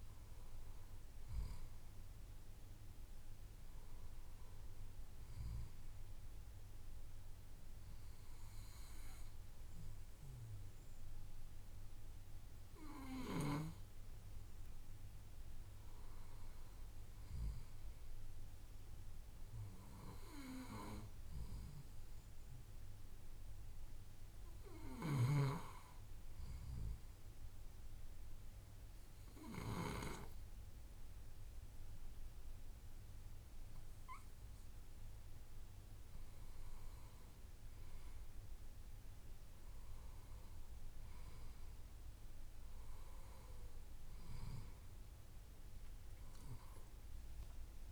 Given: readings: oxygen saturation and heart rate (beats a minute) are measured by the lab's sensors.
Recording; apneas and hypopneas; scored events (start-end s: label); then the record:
breathing in sleep by a room microphone; 1
15.00-19.00 s: arousal
25.50-36.50 s: obstructive apnea (oxygen 95% before, 91% lowest, heart rate 58 before, 56 extreme, up 4 after)
41.50-46.50 s: arousal
From the record:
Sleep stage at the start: N2 (light sleep); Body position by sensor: on the left side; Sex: male